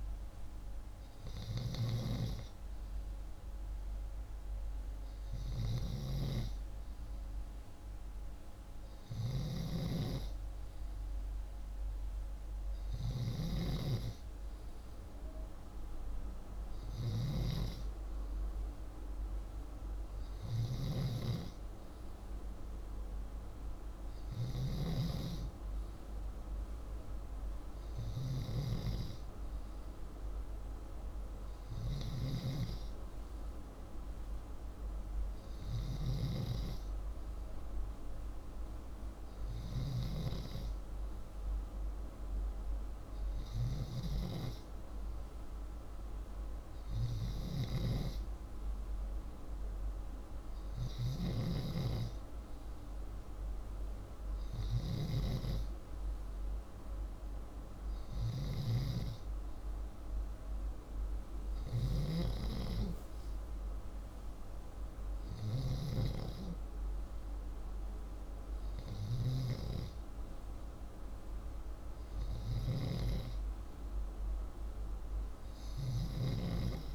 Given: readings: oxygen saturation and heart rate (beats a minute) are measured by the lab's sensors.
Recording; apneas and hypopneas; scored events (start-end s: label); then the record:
breathing in sleep by a room microphone; none
8.50-28.00 s: snoring (device-marked)
50.00-65.00 s: snoring (device-marked)
72.00-76.95 s: snoring (device-marked)
From the record:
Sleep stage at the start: N2 (light sleep); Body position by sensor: upright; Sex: male